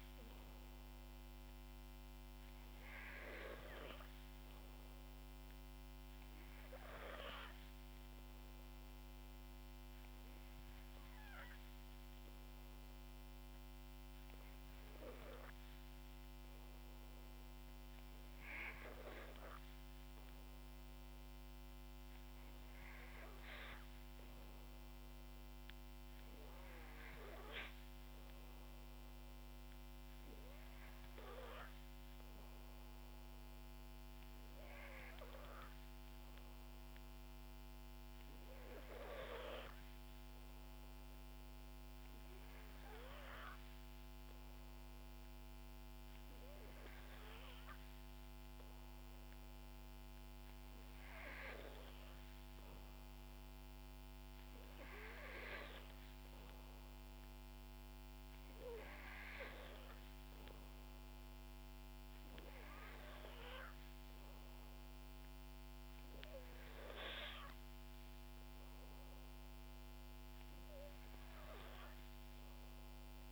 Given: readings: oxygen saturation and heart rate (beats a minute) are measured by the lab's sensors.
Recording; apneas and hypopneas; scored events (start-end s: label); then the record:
breathing in sleep by a microphone on the trachea; none
none scored
From the record:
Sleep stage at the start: N2 (light sleep); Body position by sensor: on the back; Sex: female